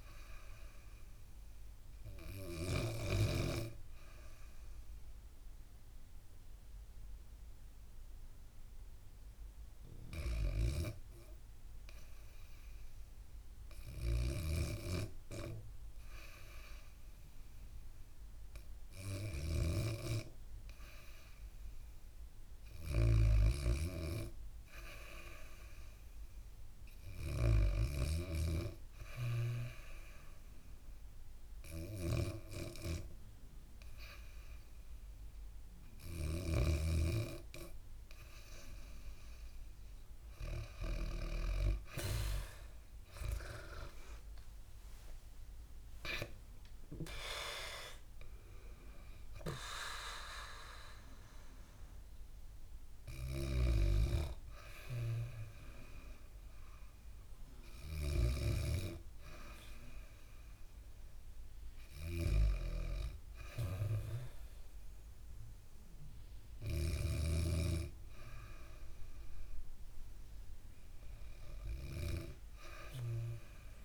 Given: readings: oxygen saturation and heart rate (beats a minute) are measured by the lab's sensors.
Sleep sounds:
breathing in sleep by a room microphone; 2
0.00-2.00 s: snoring (device-marked)
2.00-12.50 s: obstructive apnea (oxygen 96% before, 92% lowest, heart rate 71 before, 64 extreme, up 0 after)
13.50-27.50 s: snoring (device-marked)
16.00-20.50 s: arousal
19.00-27.00 s: oxygen desaturation (device-marked, oxygen 95% before, 93% lowest, heart rate 70 before, 66 extreme)
27.00-38.00 s: hypopnea (oxygen 96% before, 92% lowest, heart rate 67 before, 67 extreme, up 20 after)
41.50-47.00 s: arousal
52.50-57.50 s: snoring (device-marked)
From the record:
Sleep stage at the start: REM sleep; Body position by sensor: on the back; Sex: female

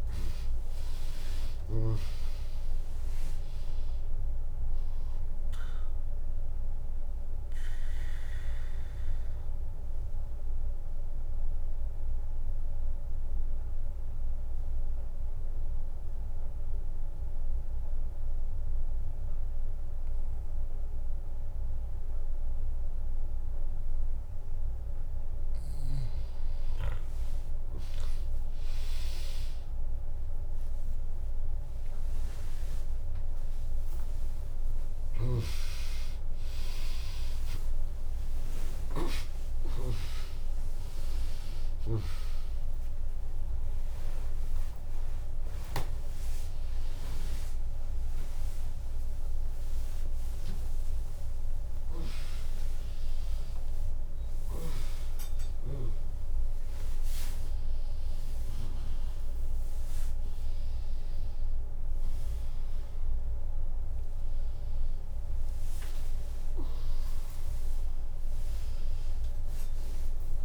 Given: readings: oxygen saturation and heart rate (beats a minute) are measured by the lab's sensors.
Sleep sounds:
a person awake in a sleep study, by a room microphone; 1
0.00-11.50 s: drop in pulse transit time (device-marked, heart rate 65 extreme)
1.50-18.50 s: oxygen desaturation (device-marked, oxygen 99% before, 95% lowest, heart rate 63 before, 57 extreme)
7.00-25.00 s: obstructive apnea (oxygen 100% before, 95% lowest, heart rate 68 before, 57 extreme, up 11 after)
17.50-70.45 s: new sleep stage, awake
20.50-26.50 s: bradycardia (device-marked, heart rate 76 before, 57 extreme)
33.50-44.50 s: drop in pulse transit time (device-marked, heart rate 68 before, 70 extreme)
33.50-47.50 s: oxygen desaturation (device-marked, oxygen 100% before, 95% lowest, heart rate 68 before, 90 extreme)
40.50-50.50 s: tachycardia (device-marked, heart rate 75 before, 116 extreme)
43.00-45.00 s: long interval between heartbeats (device-marked, heart rate 72 before, 99 extreme)
48.50-50.50 s: long interval between heartbeats (device-marked, heart rate 86 before, 108 extreme)
55.50-70.45 s: drop in pulse transit time (device-marked, heart rate 99 before, 90 extreme)
63.50-70.45 s: tachycardia (device-marked, heart rate 76 before, 122 extreme)
67.00-69.00 s: long interval between heartbeats (device-marked, heart rate 98 before, 116 extreme)
From the record:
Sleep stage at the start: N2 (light sleep); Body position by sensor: on the back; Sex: female

